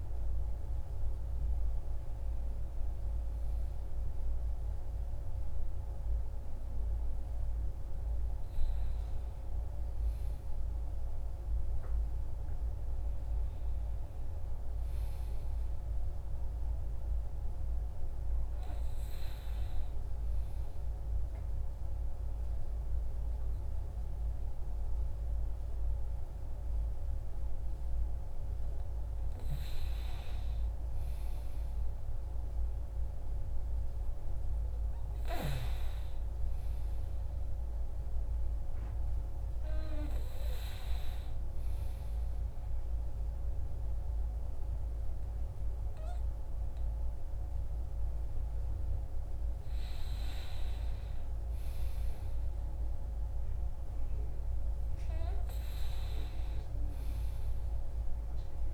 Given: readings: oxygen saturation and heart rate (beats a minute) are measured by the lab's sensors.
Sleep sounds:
breathing in sleep, hard to hear, by a room microphone; none
none scored
From the record:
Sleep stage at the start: REM sleep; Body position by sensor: on the back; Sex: male

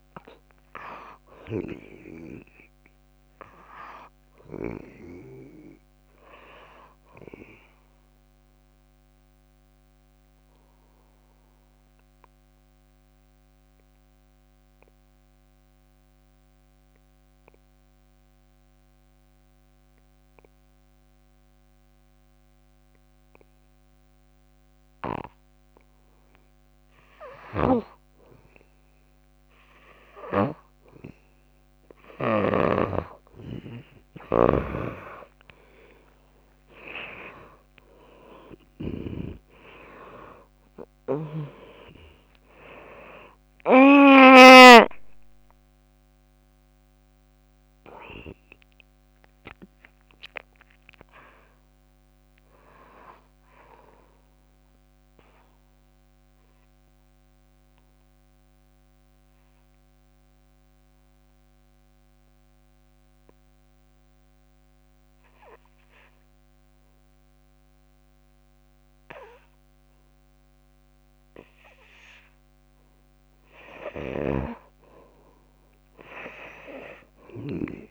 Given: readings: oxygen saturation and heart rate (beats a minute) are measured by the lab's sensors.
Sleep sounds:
breathing in sleep by a microphone on the trachea; 2
0.00-12.50 s: oxygen desaturation (device-marked, oxygen 88% lowest, heart rate 57 extreme)
9.50-27.00 s: obstructive apnea (oxygen 99% before, 85% lowest, heart rate 66 before, 59 extreme, up 4 after)
22.50-77.91 s: new sleep stage, N2 (light sleep)
27.50-32.50 s: snoring (device-marked)
27.50-59.50 s: oxygen desaturation (device-marked, oxygen 97% before, 85% lowest, heart rate 60 before, 59 extreme)
34.50-44.50 s: snoring (device-marked)
35.00-41.00 s: arousal
36.50-43.50 s: tachycardia (device-marked, heart rate 65 before, 138 extreme)
40.00-42.00 s: long interval between heartbeats (device-marked, heart rate 63 before, 118 extreme)
41.50-56.50 s: drop in pulse transit time (device-marked, heart rate 69 before, 68 extreme)
43.00-45.00 s: long interval between heartbeats (device-marked, heart rate 72 before, 138 extreme)
56.00-72.00 s: obstructive apnea (oxygen 96% before, 84% lowest, heart rate 92 before, 55 extreme, up 5 after)
74.00-77.00 s: arousal
74.00-77.50 s: snoring (device-marked)
76.50-77.91 s: oxygen desaturation (device-marked, oxygen 98% before, 84% lowest, heart rate 61 before, 54 extreme)
From the record:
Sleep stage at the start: REM sleep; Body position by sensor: on the back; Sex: female

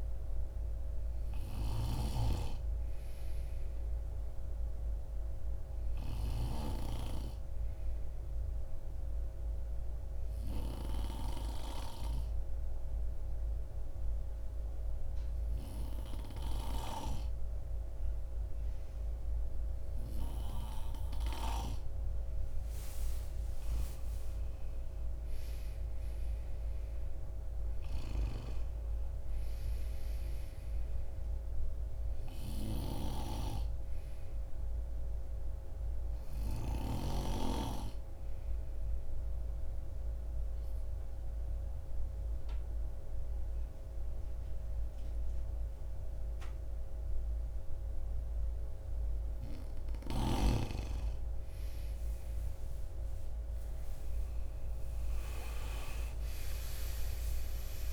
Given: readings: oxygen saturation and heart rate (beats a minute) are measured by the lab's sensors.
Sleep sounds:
breathing in sleep by a room microphone; 2
0.00-20.50 s: oxygen desaturation (device-marked, oxygen 90% lowest)
8.00-21.50 s: mixed apnea (oxygen 94% before, 89% lowest)
23.50-28.00 s: arousal
32.50-48.50 s: oxygen desaturation (device-marked, oxygen 94% before, 89% lowest)
35.50-48.50 s: obstructive apnea (oxygen 94% before, 89% lowest)
53.50-57.93 s: arousal
From the record:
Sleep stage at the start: N2 (light sleep); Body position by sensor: on the right side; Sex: male

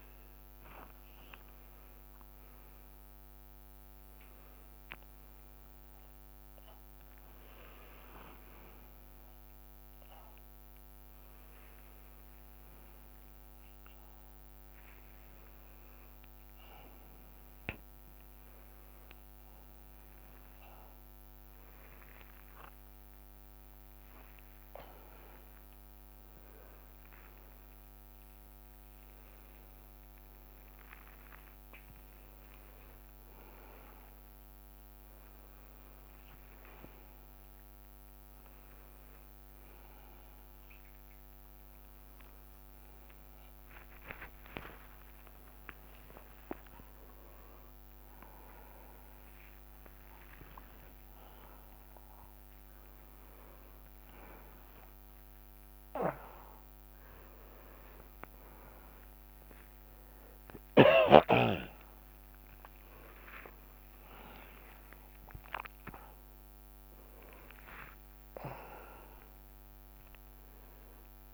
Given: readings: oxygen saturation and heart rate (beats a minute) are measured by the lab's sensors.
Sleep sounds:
a person awake in a sleep study, by a microphone on the trachea; none
3.50-4.50 s: leg movement (device-marked)
5.00-12.00 s: leg movement (device-marked)
16.00-18.50 s: leg movement (device-marked)
20.50-25.50 s: oxygen desaturation (device-marked, oxygen 98% before, 94% lowest, heart rate 98 before, 87 extreme)
67.00-69.50 s: leg movement (device-marked)
From the record:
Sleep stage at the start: awake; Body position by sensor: upright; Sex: male

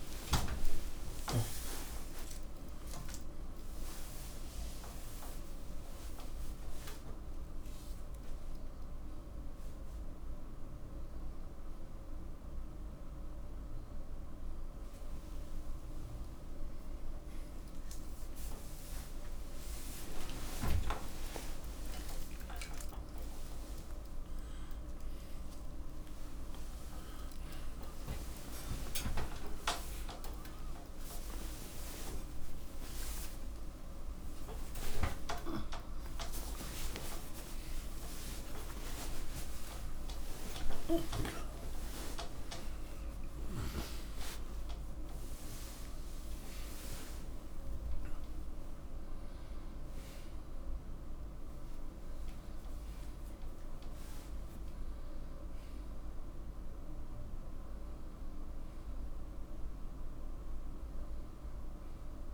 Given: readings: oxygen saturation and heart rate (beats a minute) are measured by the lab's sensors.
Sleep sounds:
a person awake in a sleep study, by a room microphone; none
33.50-38.50 s: oxygen desaturation (device-marked, oxygen 97% before, 94% lowest)
59.50-62.34 s: oxygen desaturation (device-marked, oxygen 97% before, 94% lowest, heart rate 66 before, 82 extreme)
From the record:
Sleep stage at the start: awake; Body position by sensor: on the right side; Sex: male

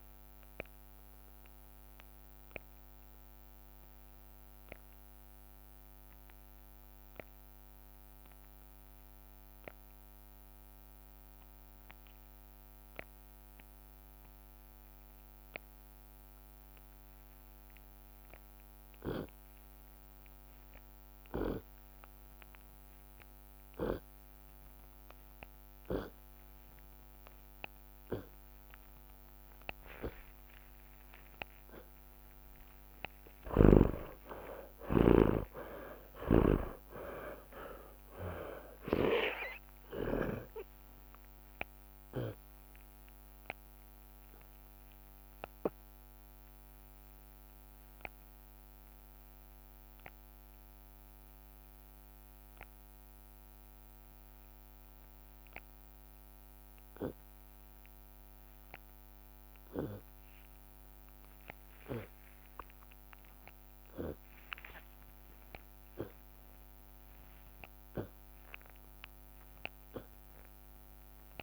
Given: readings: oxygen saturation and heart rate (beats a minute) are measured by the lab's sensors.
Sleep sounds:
breathing in sleep by a microphone on the trachea; 2
0.00-1.50 s: long interval between heartbeats (device-marked, heart rate 26 extreme)
0.00-2.00 s: drop in pulse transit time (device-marked)
0.00-16.00 s: oxygen desaturation (device-marked, oxygen 93% before, 79% lowest)
1.50-31.50 s: obstructive apnea (oxygen 96% before, 65% lowest)
3.00-5.00 s: long interval between heartbeats (device-marked, heart rate 54 before, 43 extreme)
12.00-17.00 s: drop in pulse transit time (device-marked)
12.50-14.50 s: long interval between heartbeats (device-marked)
18.00-28.00 s: oxygen desaturation (device-marked, oxygen 92% before, 65% lowest, heart rate 30 before, 47 extreme)
19.50-21.50 s: long interval between heartbeats (device-marked, heart rate 32 before, 58 extreme)
20.00-24.00 s: tachycardia (device-marked, heart rate 52 before, 107 extreme)
21.50-23.50 s: long interval between heartbeats (device-marked, heart rate 36 before, 92 extreme)
24.00-26.00 s: long interval between heartbeats (device-marked, heart rate 46 before, 116 extreme)
25.00-33.00 s: tachycardia (device-marked, heart rate 52 before, 126 extreme)
26.00-28.00 s: long interval between heartbeats (device-marked, heart rate 53 before, 100 extreme)
28.00-30.00 s: long interval between heartbeats (device-marked, heart rate 60 before, 107 extreme)
29.00-38.00 s: drop in pulse transit time (device-marked, heart rate 63 before, 58 extreme)
33.00-37.00 s: arousal
33.50-35.50 s: long interval between heartbeats (device-marked, heart rate 80 before, 117 extreme)
40.50-42.50 s: long interval between heartbeats (device-marked, heart rate 98 before, 50 extreme)
44.00-46.00 s: long interval between heartbeats (device-marked, heart rate 92 before, 70 extreme)
45.00-66.50 s: obstructive apnea (oxygen 98% before, 80% lowest)
46.50-48.50 s: long interval between heartbeats (device-marked, heart rate 87 before, 49 extreme)
57.00-59.00 s: long interval between heartbeats (device-marked, heart rate 48 before, 29 extreme)
58.00-66.00 s: oxygen desaturation (device-marked, oxygen 97% before, 92% lowest, heart rate 47 before, 43 extreme)
59.00-61.00 s: tachycardia (device-marked, heart rate 53 before, 43 extreme)
60.00-62.00 s: long interval between heartbeats (device-marked, heart rate 45 before, 43 extreme)
60.00-69.00 s: drop in pulse transit time (device-marked, heart rate 45 before, 43 extreme)
62.00-64.00 s: long interval between heartbeats (device-marked, heart rate 47 before, 101 extreme)
62.00-71.43 s: tachycardia (device-marked, heart rate 53 before, 124 extreme)
65.00-67.00 s: long interval between heartbeats (device-marked, heart rate 52 before, 105 extreme)
67.00-69.00 s: long interval between heartbeats (device-marked, heart rate 57 before, 120 extreme)
From the record:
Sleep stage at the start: N2 (light sleep); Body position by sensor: on the left side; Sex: male

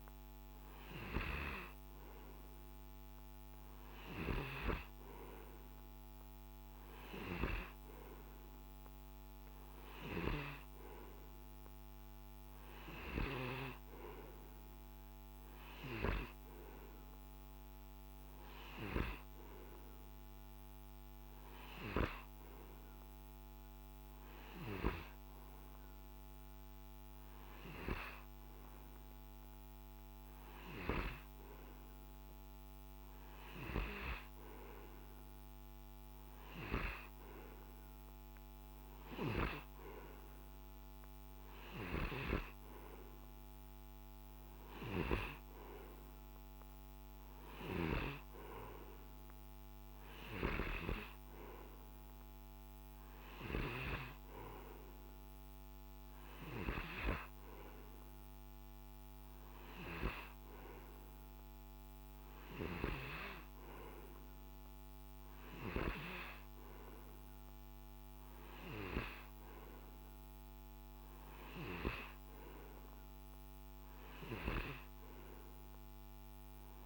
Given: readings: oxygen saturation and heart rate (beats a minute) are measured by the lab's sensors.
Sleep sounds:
breathing in sleep by a microphone on the trachea; none
none scored
From the record:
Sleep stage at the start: N2 (light sleep); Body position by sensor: on the right side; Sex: male

